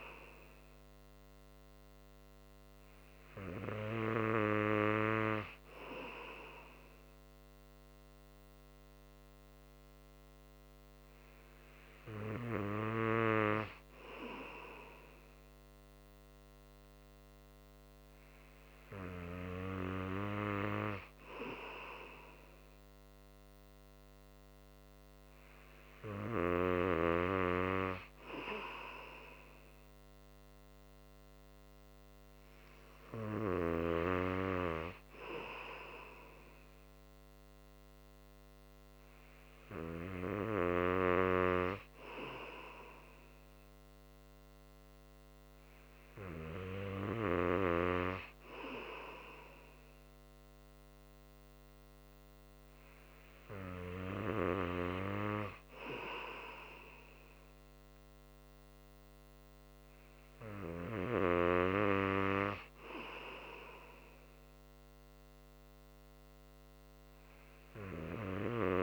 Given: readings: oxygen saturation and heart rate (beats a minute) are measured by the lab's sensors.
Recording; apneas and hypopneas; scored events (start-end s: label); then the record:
breathing in sleep by a microphone on the trachea; none
none scored
From the record:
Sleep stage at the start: N2 (light sleep); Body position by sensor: on the right side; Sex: male